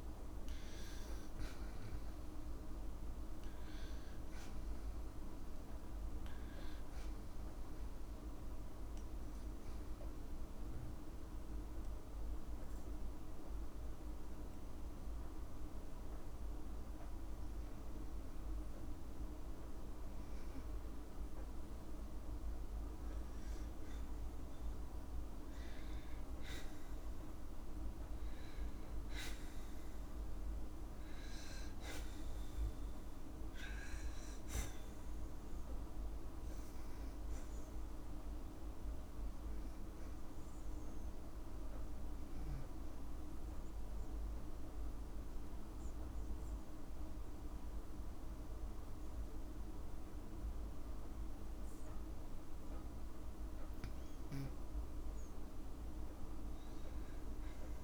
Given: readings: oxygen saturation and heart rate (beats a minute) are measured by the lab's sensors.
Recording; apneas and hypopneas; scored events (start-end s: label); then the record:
breathing in sleep, hard to hear, by a room microphone; 1
0.00-23.00 s: oxygen desaturation (device-marked, oxygen 94% lowest, heart rate 60 extreme)
34.50-38.00 s: arousal
42.00-53.00 s: hypopnea (oxygen 96% before, 89% lowest, heart rate 61 before, 58 extreme)
42.00-56.00 s: oxygen desaturation (device-marked, oxygen 95% before, 92% lowest, heart rate 61 before, 58 extreme)
From the record:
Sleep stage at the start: N2 (light sleep); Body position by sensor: on the back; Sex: female